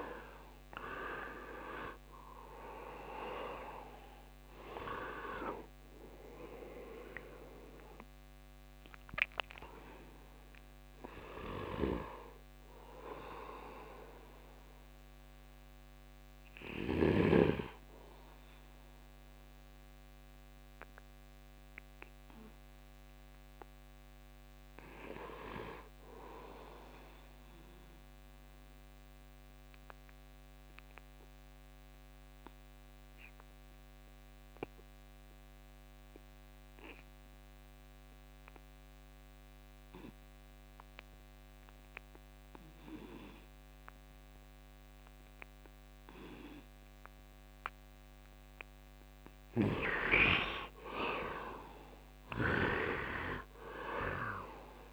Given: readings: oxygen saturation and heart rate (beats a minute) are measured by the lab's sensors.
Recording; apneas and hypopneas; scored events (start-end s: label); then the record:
breathing in sleep by a microphone on the trachea; 1
0.00-1.50 s: arousal
0.00-27.50 s: oxygen desaturation (device-marked, oxygen 69% lowest, heart rate 72 extreme)
14.00-46.00 s: obstructive apnea (oxygen 99% before, 69% lowest, heart rate 79 before, 68 extreme, up 9 after)
45.50-54.93 s: oxygen desaturation (device-marked, oxygen 98% before, 75% lowest, heart rate 75 before, 68 extreme)
49.50-54.00 s: arousal
From the record:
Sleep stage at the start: N2 (light sleep); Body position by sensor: on the right side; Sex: male